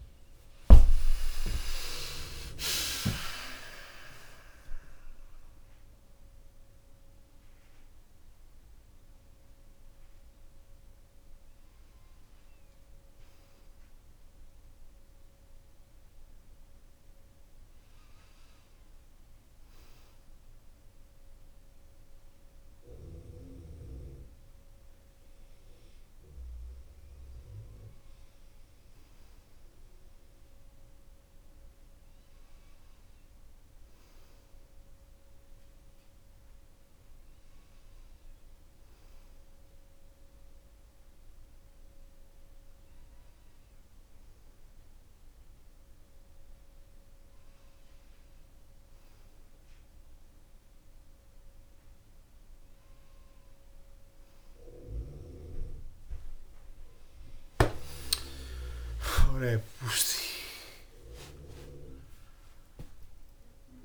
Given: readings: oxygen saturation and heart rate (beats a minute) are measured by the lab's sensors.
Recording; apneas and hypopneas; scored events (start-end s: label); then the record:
breathing in sleep by a room microphone; none
0.00-2.00 s: arousal
63.00-63.85 s: new sleep stage, awake
From the record:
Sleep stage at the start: N2 (light sleep); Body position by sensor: on the back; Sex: male